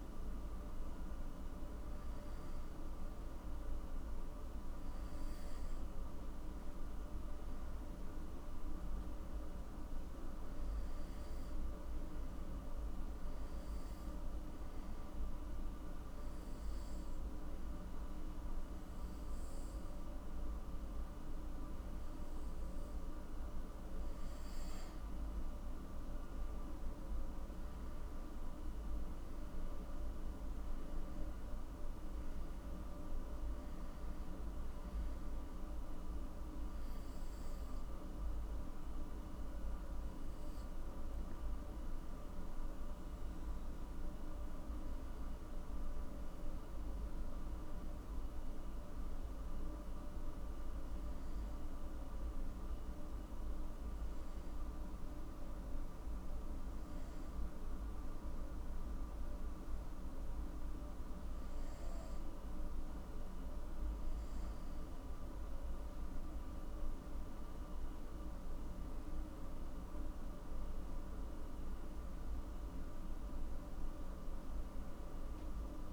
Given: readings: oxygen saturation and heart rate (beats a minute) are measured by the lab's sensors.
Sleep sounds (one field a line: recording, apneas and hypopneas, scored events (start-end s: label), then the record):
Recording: breathing in sleep, hard to hear, by a room microphone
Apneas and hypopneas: 2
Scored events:
14.50-25.00 s: obstructive apnea (oxygen 98% before, 93% lowest, heart rate 63 before, 52 extreme, up 13 after)
27.00-31.00 s: arousal
35.00-51.00 s: oxygen desaturation (device-marked, oxygen 97% before, 93% lowest, heart rate 58 before, 52 extreme)
53.00-64.00 s: hypopnea (oxygen 98% before, 94% lowest, heart rate 59 before, 52 extreme, up 10 after)
67.50-71.50 s: arousal
From the record:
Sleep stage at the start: N2 (light sleep)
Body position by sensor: on the back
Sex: male